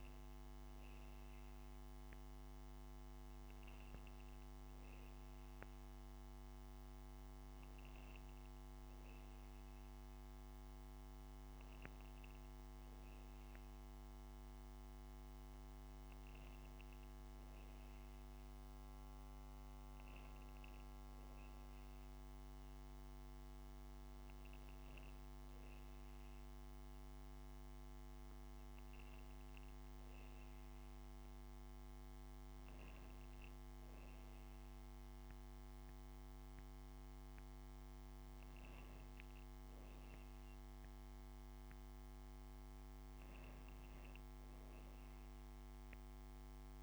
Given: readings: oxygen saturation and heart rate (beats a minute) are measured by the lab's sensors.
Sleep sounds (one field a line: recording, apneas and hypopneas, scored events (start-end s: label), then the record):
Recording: breathing in sleep, hard to hear, by a microphone on the trachea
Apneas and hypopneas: none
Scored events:
none scored
From the record:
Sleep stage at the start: N2 (light sleep)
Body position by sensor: on the right side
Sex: female